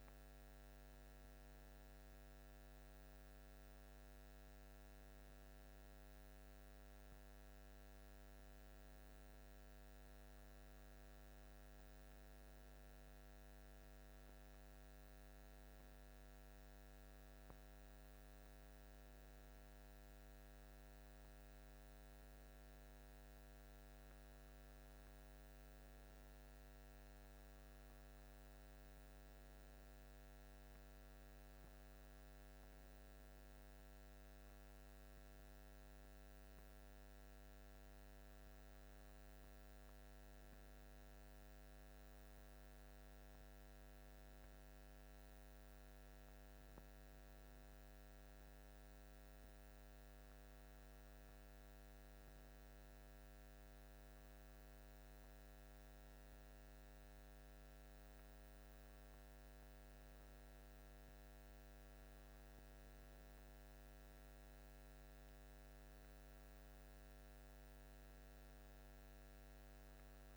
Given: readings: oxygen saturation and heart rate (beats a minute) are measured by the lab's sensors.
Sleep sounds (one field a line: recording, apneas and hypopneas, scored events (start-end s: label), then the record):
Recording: breathing in sleep, hard to hear, by a microphone on the trachea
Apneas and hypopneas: none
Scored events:
none scored
From the record:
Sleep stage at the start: N1 (lightest sleep)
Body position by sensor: on the back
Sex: male